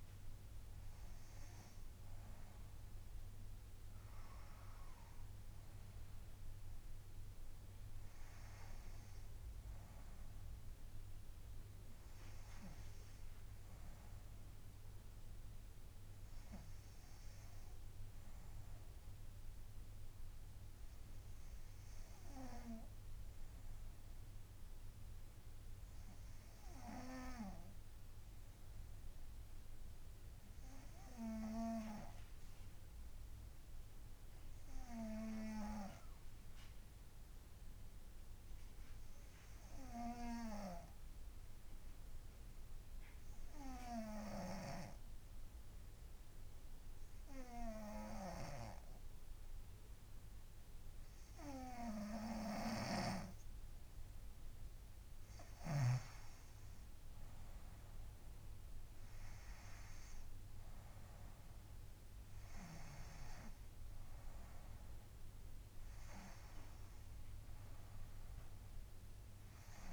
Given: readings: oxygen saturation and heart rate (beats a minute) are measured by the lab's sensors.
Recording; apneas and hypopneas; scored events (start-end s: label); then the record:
breathing in sleep by a room microphone; 1
0.00-3.50 s: oxygen desaturation (device-marked, oxygen 93% lowest, heart rate 62 extreme)
27.00-54.00 s: obstructive apnea (oxygen 98% before, 94% lowest, heart rate 65 before, 61 extreme, up 4 after)
44.50-69.50 s: oxygen desaturation (device-marked, oxygen 98% before, 94% lowest, heart rate 63 before, 60 extreme)
57.50-61.50 s: arousal
From the record:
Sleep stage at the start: N2 (light sleep); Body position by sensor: on the front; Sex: female